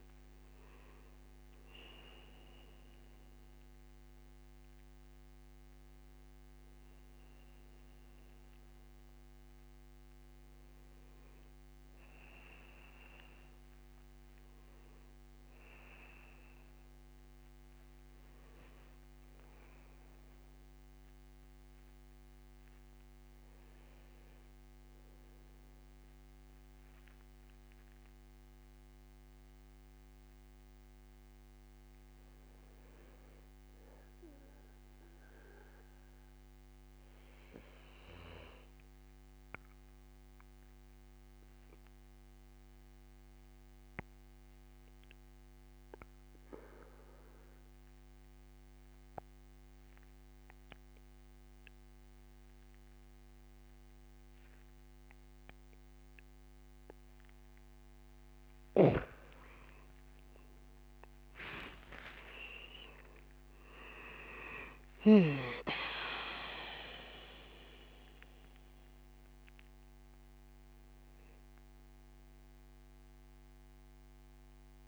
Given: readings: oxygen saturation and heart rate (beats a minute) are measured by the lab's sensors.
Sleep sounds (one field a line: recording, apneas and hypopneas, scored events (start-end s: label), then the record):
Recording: breathing in sleep by a microphone on the trachea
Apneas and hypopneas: 1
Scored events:
0.00-18.50 s: oxygen desaturation (device-marked, oxygen 90% lowest, heart rate 65 extreme)
22.50-57.00 s: obstructive apnea (oxygen 99% before, 89% lowest, heart rate 74 before, 67 extreme, up 16 after)
36.00-38.00 s: long interval between heartbeats (device-marked, heart rate 76 before, 75 extreme)
51.50-74.88 s: oxygen desaturation (device-marked, oxygen 97% before, 89% lowest, heart rate 74 before, 67 extreme)
58.50-63.00 s: arousal
From the record:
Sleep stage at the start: N2 (light sleep)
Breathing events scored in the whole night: 223 in 5.4 hours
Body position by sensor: on the back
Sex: male